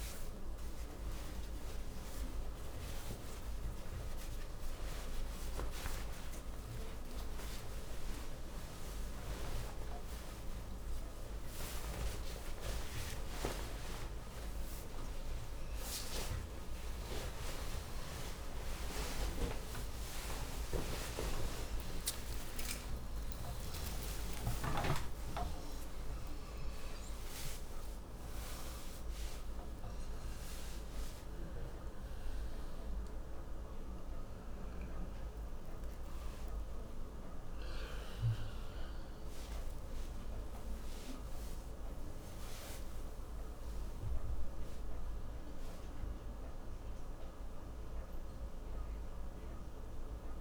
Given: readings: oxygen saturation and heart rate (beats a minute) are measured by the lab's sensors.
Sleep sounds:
a person awake in a sleep study, by a room microphone; none
27.00-44.00 s: oxygen desaturation (device-marked, oxygen 99% before, 93% lowest, heart rate 123 before, 65 extreme)
From the record:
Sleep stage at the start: awake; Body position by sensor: on the back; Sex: male

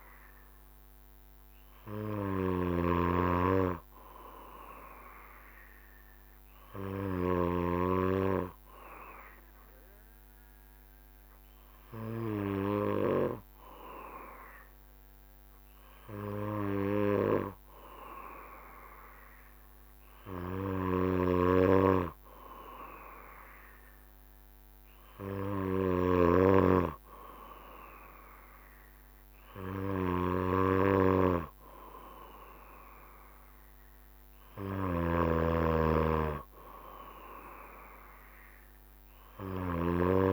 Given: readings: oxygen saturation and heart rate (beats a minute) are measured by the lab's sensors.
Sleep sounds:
breathing in sleep by a microphone on the trachea; none
0.00-3.00 s: snoring (device-marked)
20.50-22.50 s: long interval between heartbeats (device-marked, heart rate 69 before, 69 extreme)
21.00-26.50 s: snoring (device-marked)
35.00-40.33 s: snoring (device-marked)
From the record:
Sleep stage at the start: N2 (light sleep); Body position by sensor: on the back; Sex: male

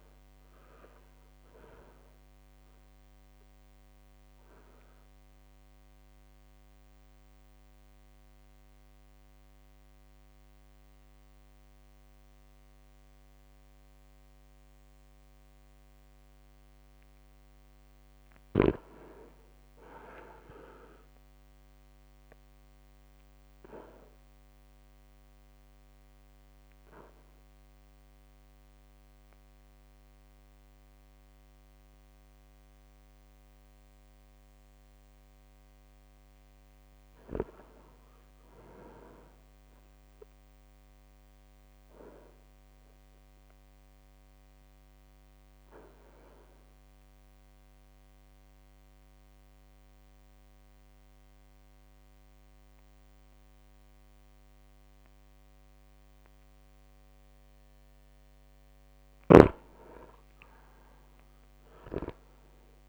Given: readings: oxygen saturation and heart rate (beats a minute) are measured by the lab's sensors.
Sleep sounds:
breathing in sleep by a microphone on the trachea; 3
0.00-11.00 s: drop in pulse transit time (device-marked, heart rate 57 before, 58 extreme)
2.00-17.00 s: obstructive apnea (oxygen 99% before, 94% lowest, heart rate 57 before, 57 extreme, up 3 after)
18.50-21.50 s: arousal
23.50-34.50 s: obstructive apnea (oxygen 100% before, 94% lowest, heart rate 59 before, 56 extreme, up 3 after)
29.00-48.00 s: oxygen desaturation (device-marked, oxygen 99% before, 94% lowest, heart rate 59 before, 56 extreme)
36.50-40.00 s: arousal
42.00-57.00 s: obstructive apnea (oxygen 99% before, 94% lowest, heart rate 59 before, 54 extreme, up 5 after)
59.00-62.89 s: snoring (device-marked)
60.50-62.89 s: arousal
From the record:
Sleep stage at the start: REM sleep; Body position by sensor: on the back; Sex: male

